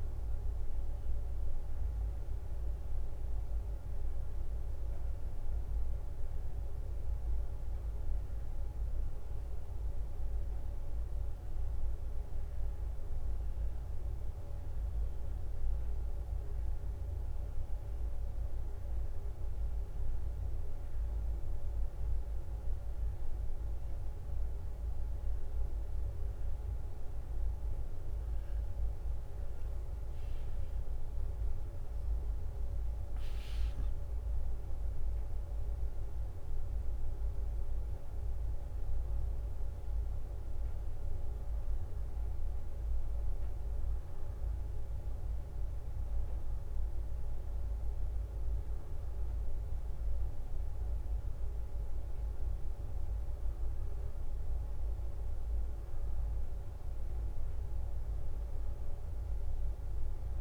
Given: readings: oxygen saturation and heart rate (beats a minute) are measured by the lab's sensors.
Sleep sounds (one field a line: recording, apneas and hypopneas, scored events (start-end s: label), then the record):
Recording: a person awake in a sleep study, hard to hear, by a room microphone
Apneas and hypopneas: none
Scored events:
32.00-43.00 s: drop in pulse transit time (device-marked, heart rate 68 before, 66 extreme)
33.00-42.00 s: leg movement (device-marked)
45.00-53.50 s: leg movement (device-marked)
From the record:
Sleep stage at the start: awake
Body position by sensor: on the back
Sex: female